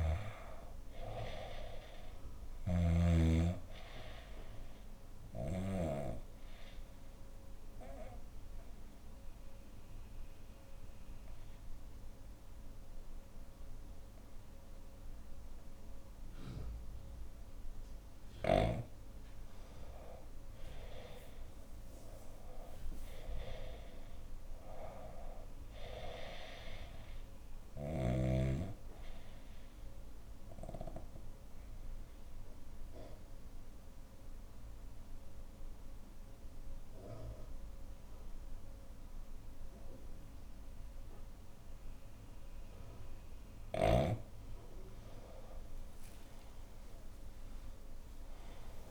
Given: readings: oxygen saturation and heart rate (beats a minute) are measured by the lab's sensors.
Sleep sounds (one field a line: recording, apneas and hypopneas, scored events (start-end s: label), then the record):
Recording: breathing in sleep by a room microphone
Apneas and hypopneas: 2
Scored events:
0.00-13.50 s: oxygen desaturation (device-marked, oxygen 90% lowest, heart rate 61 extreme)
2.00-5.50 s: snoring (device-marked)
6.50-17.50 s: obstructive apnea (oxygen 97% before, 90% lowest, heart rate 66 before, 61 extreme, up 12 after)
19.00-24.00 s: arousal
22.50-36.50 s: oxygen desaturation (device-marked, oxygen 97% before, 91% lowest, heart rate 67 before, 57 extreme)
29.00-41.50 s: obstructive apnea (oxygen 97% before, 90% lowest, heart rate 68 before, 56 extreme, up 11 after)
45.00-48.91 s: arousal
From the record:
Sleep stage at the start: N2 (light sleep)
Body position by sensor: on the left side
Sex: female